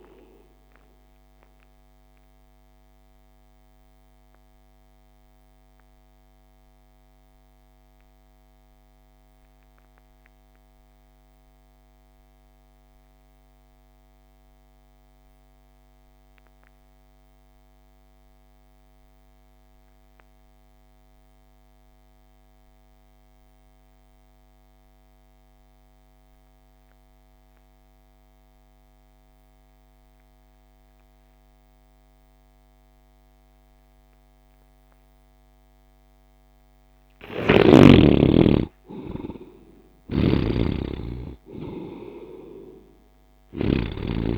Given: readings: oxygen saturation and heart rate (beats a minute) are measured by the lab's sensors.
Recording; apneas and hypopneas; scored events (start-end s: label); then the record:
breathing in sleep by a microphone on the trachea; 1
0.00-17.00 s: oxygen desaturation (device-marked, oxygen 62% lowest)
1.00-35.50 s: mixed apnea (oxygen 92% before, 62% lowest)
22.00-44.38 s: oxygen desaturation (device-marked, oxygen 100% before, 64% lowest)
38.00-42.50 s: arousal
40.00-44.00 s: snoring (device-marked)
From the record:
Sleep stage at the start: REM sleep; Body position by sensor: on the right side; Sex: male